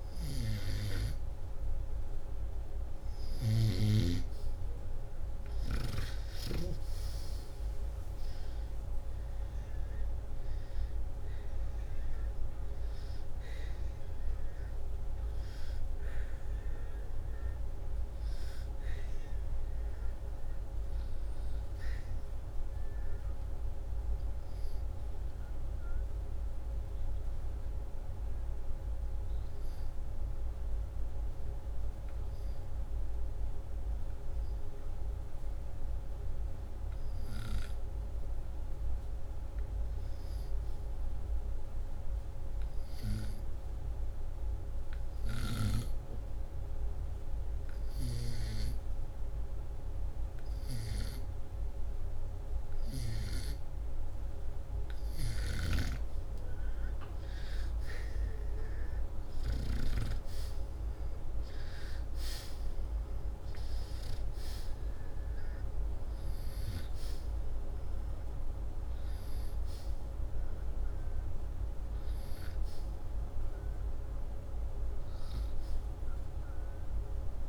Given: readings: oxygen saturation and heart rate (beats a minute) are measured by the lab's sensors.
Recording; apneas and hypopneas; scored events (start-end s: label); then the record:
breathing in sleep by a room microphone; 1
6.50-9.50 s: arousal
8.50-77.49 s: new sleep stage, REM sleep
12.50-40.50 s: oxygen desaturation (device-marked, oxygen 95% before, 91% lowest, heart rate 77 before, 73 extreme)
15.50-26.00 s: hypopnea (oxygen 95% before, 91% lowest, heart rate 78 before, 73 extreme, up 3 after)
28.50-32.00 s: arousal
57.50-61.50 s: arousal
58.50-77.49 s: oxygen desaturation (device-marked, oxygen 98% before, 93% lowest, heart rate 76 before, 74 extreme)
From the record:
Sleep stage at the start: N2 (light sleep); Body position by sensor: upright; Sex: male